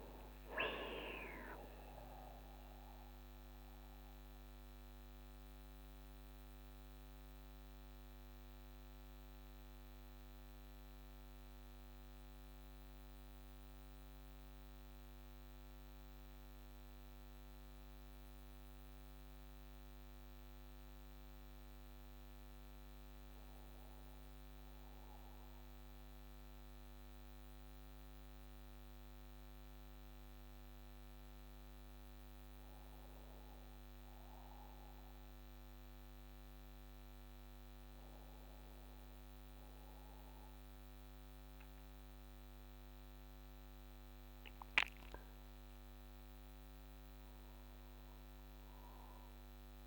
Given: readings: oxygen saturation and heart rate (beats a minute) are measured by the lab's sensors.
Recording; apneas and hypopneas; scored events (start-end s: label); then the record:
breathing in sleep, hard to hear, by a microphone on the trachea; 2
5.00-21.00 s: central apnea (oxygen 97% before, 95% lowest)
22.50-24.50 s: arousal
26.50-45.50 s: hypopnea (oxygen 97% before, 95% lowest)
47.00-49.87 s: arousal
From the record:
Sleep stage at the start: N1 (lightest sleep); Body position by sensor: on the back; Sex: male